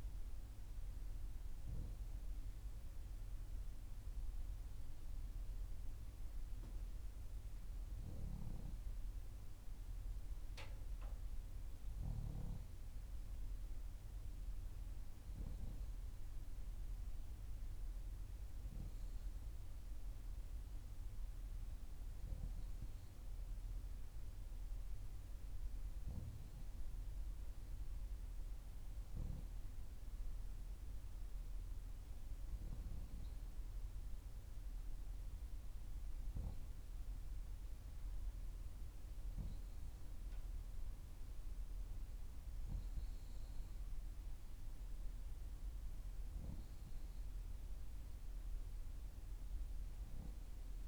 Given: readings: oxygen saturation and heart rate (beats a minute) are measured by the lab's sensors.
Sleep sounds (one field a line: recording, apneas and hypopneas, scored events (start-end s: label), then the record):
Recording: breathing in sleep by a room microphone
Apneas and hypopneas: none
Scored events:
none scored
From the record:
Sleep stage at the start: N3 (deep sleep)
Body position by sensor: on the back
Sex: female